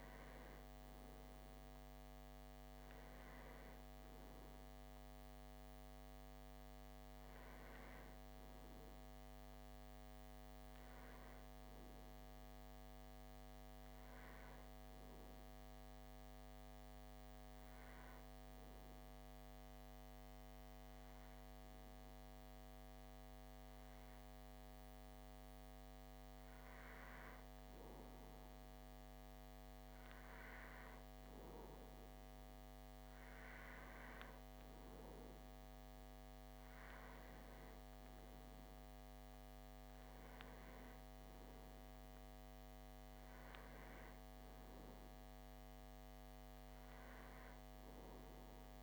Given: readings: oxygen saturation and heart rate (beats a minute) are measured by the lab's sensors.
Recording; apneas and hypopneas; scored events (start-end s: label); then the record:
breathing in sleep, hard to hear, by a microphone on the trachea; 1
14.50-27.00 s: obstructive apnea (oxygen 95% before, 93% lowest, heart rate 43 before, 44 extreme, up 10 after)
30.00-35.00 s: arousal
From the record:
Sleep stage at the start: REM sleep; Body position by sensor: on the back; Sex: male